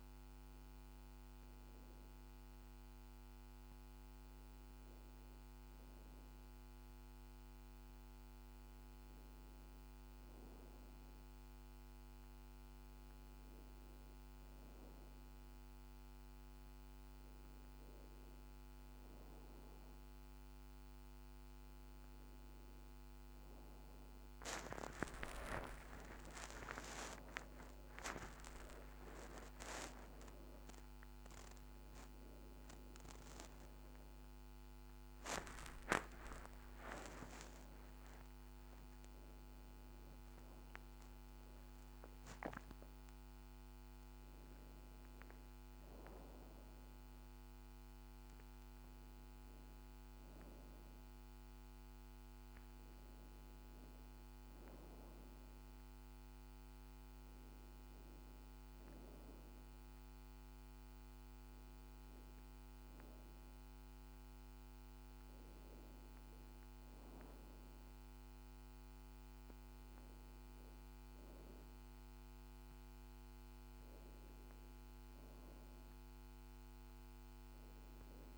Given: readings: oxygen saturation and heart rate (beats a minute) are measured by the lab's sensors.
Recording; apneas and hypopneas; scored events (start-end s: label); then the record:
a person partly awake in a sleep study, by a microphone on the trachea; none
17.50-47.50 s: new sleep stage, awake
47.50-78.37 s: new sleep stage, N1 (lightest sleep)
From the record:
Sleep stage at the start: N1 (lightest sleep); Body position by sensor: on the back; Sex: female